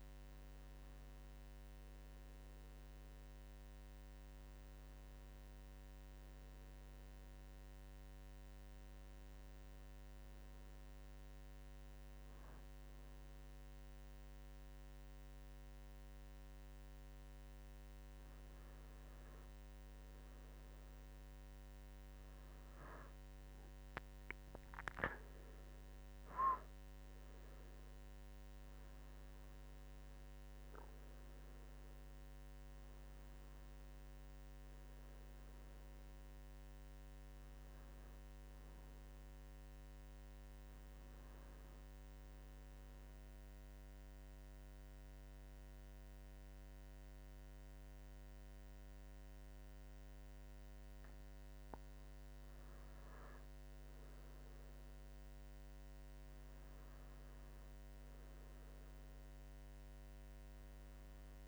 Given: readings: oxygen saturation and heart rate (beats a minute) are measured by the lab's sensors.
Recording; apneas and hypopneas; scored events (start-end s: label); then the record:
breathing in sleep, hard to hear, by a microphone on the trachea; 2
8.00-19.00 s: hypopnea (oxygen 96% before, 94% lowest, heart rate 86 before, 79 extreme, up 11 after)
9.00-61.48 s: new sleep stage, N2 (light sleep)
22.00-26.50 s: arousal
42.00-52.50 s: central apnea (oxygen 96% before, 93% lowest, heart rate 88 before, 78 extreme, up 7 after)
54.50-58.50 s: arousal
From the record:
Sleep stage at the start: N1 (lightest sleep); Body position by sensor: on the right side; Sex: male